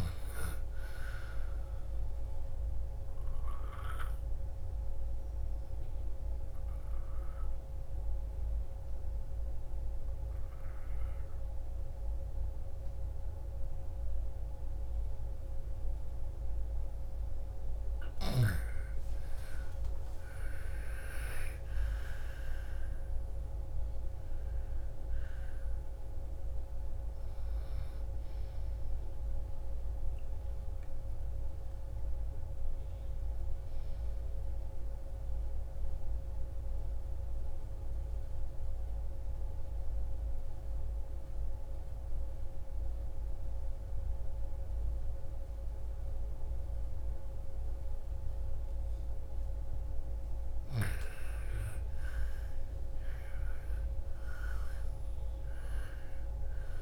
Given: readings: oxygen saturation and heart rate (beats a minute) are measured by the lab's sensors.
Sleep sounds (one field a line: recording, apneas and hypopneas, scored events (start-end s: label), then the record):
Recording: breathing in sleep, hard to hear, by a room microphone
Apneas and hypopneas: 2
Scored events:
2.50-17.50 s: obstructive apnea (oxygen 98% before, 85% lowest, heart rate 58 before, 26 extreme, up 39 after)
5.00-19.00 s: oxygen desaturation (device-marked, oxygen 98% before, 90% lowest, heart rate 59 before, 26 extreme)
19.50-24.00 s: arousal
28.00-53.00 s: oxygen desaturation (device-marked, oxygen 98% before, 90% lowest, heart rate 69 before, 26 extreme)
36.00-50.00 s: obstructive apnea (oxygen 98% before, 85% lowest, heart rate 69 before, 29 extreme, up 33 after)
51.50-55.50 s: arousal
From the record:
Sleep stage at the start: N2 (light sleep)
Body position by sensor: on the back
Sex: female